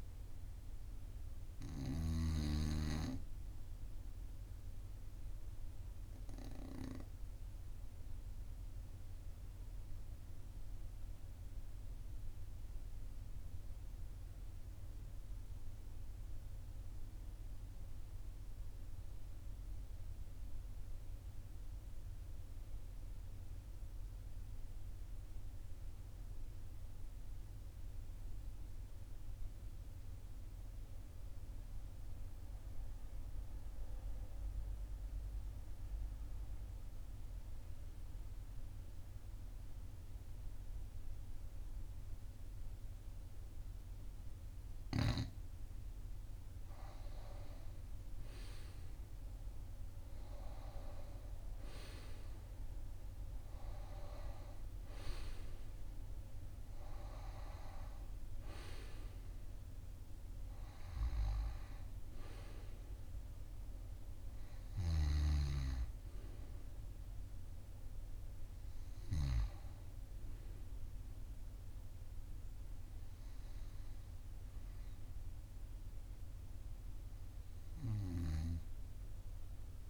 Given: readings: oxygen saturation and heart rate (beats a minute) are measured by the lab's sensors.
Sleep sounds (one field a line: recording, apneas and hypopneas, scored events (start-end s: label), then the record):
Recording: breathing in sleep by a room microphone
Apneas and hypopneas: 1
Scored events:
0.00-13.50 s: oxygen desaturation (device-marked, oxygen 90% lowest, heart rate 42 extreme)
7.00-45.00 s: obstructive apnea (oxygen 96% before, 89% lowest, heart rate 45 before, 42 extreme, up 2 after)
31.50-78.50 s: oxygen desaturation (device-marked, oxygen 99% before, 89% lowest, heart rate 42 before, 42 extreme)
46.50-49.50 s: arousal
From the record:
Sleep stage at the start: N2 (light sleep)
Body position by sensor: on the right side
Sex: male